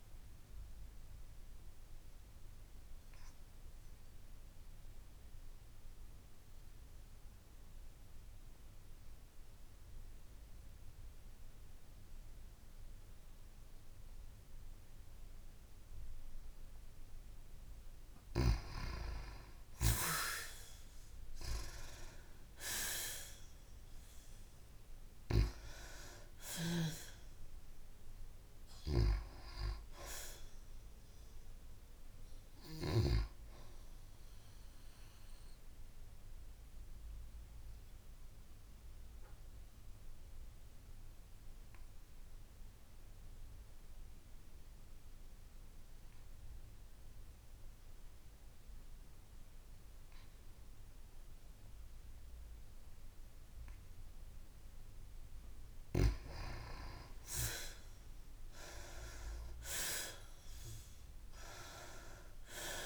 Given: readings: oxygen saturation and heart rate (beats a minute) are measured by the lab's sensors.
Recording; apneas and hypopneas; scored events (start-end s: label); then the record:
breathing in sleep by a room microphone; 2
0.00-18.50 s: oxygen desaturation (device-marked, oxygen 85% lowest)
1.00-17.00 s: obstructive apnea (oxygen 96% before, 85% lowest)
20.50-24.00 s: arousal
36.00-54.50 s: obstructive apnea (oxygen 97% before, 85% lowest)
48.50-62.86 s: oxygen desaturation (device-marked, oxygen 95% before, 85% lowest)
58.00-62.00 s: arousal
From the record:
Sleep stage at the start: N2 (light sleep); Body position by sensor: on the back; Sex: female